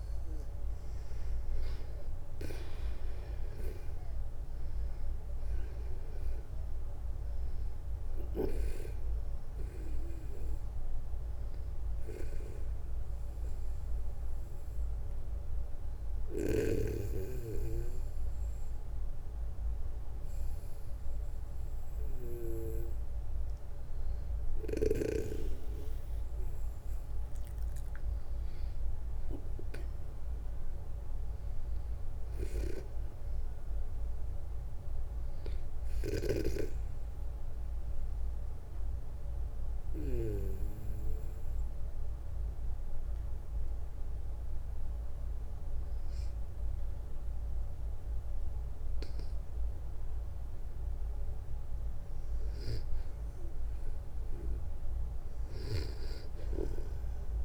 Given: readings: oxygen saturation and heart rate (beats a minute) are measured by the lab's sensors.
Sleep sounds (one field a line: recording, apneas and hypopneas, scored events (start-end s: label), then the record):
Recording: breathing in sleep by a room microphone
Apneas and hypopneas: 2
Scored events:
0.00-5.00 s: oxygen desaturation (device-marked, oxygen 97% before, 94% lowest, heart rate 60 before, 58 extreme)
2.50-6.50 s: arousal
12.50-25.00 s: hypopnea (oxygen 98% before, 92% lowest, heart rate 63 before, 58 extreme, up 8 after)
26.50-29.50 s: arousal
35.00-39.50 s: snoring (device-marked)
36.50-49.50 s: obstructive apnea (oxygen 98% before, 93% lowest, heart rate 61 before, 60 extreme, up 2 after)
51.50-55.50 s: arousal
From the record:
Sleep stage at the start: N2 (light sleep)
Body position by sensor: on the back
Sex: male